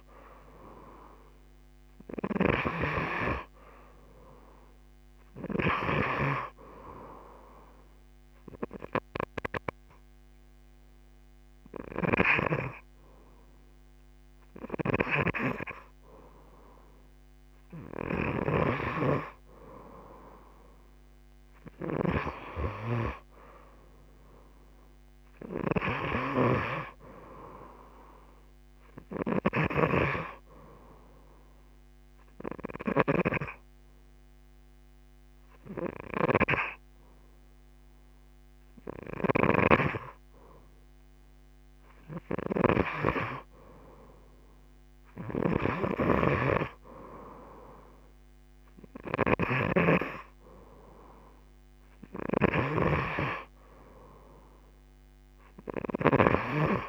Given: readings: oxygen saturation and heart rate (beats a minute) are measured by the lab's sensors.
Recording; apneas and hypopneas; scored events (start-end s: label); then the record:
breathing in sleep by a microphone on the trachea; 2
5.00-17.00 s: oxygen desaturation (device-marked, oxygen 97% before, 90% lowest)
7.00-18.50 s: hypopnea (oxygen 97% before, 90% lowest)
21.00-24.00 s: arousal
24.00-44.00 s: oxygen desaturation (device-marked, oxygen 94% before, 91% lowest)
31.00-41.50 s: hypopnea (oxygen 94% before, 89% lowest)
44.50-48.50 s: arousal
From the record:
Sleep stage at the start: N2 (light sleep); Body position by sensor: on the right side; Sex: female